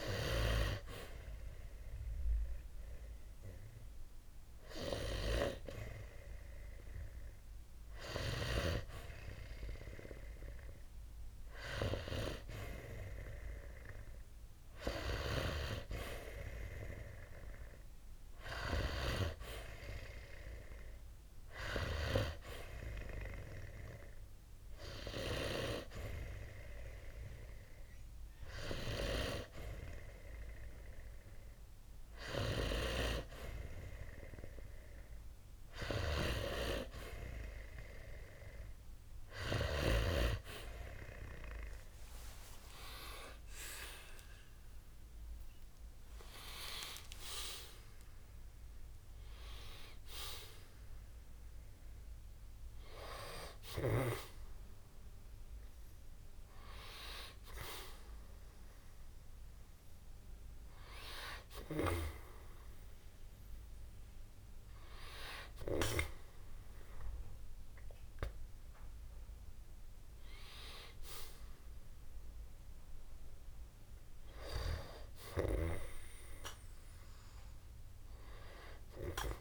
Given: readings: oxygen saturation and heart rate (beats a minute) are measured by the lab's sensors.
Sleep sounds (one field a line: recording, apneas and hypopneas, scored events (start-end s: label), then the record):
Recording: breathing in sleep by a room microphone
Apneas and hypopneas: none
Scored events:
42.50-46.00 s: arousal
From the record:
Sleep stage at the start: N2 (light sleep)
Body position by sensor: on the back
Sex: male